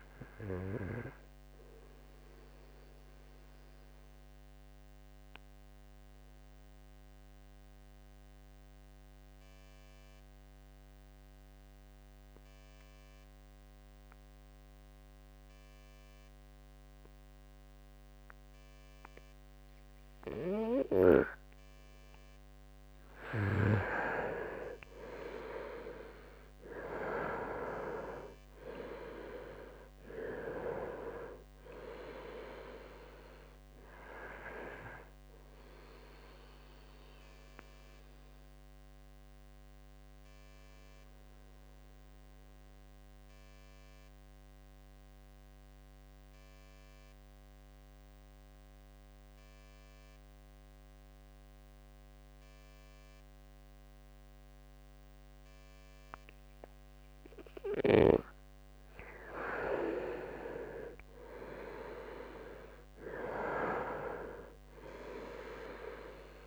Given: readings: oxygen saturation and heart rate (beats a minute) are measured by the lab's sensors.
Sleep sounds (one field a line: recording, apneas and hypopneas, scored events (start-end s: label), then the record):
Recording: breathing in sleep by a microphone on the trachea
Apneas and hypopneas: 2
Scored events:
0.00-16.50 s: oxygen desaturation (device-marked, oxygen 89% lowest, heart rate 64 extreme)
0.50-21.00 s: obstructive apnea (oxygen 98% before, 89% lowest, heart rate 69 before, 62 extreme, up 19 after)
24.00-29.00 s: arousal
27.50-29.50 s: long interval between heartbeats (device-marked, heart rate 68 before, 73 extreme)
34.50-52.50 s: oxygen desaturation (device-marked, oxygen 95% before, 89% lowest, heart rate 74 before, 62 extreme)
36.00-57.50 s: obstructive apnea (oxygen 99% before, 89% lowest, heart rate 75 before, 62 extreme, up 2 after)
58.50-66.46 s: oxygen desaturation (device-marked, oxygen 99% before, 91% lowest, heart rate 66 before, 63 extreme)
59.00-63.50 s: arousal
From the record:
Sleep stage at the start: N2 (light sleep)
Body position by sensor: on the right side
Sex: male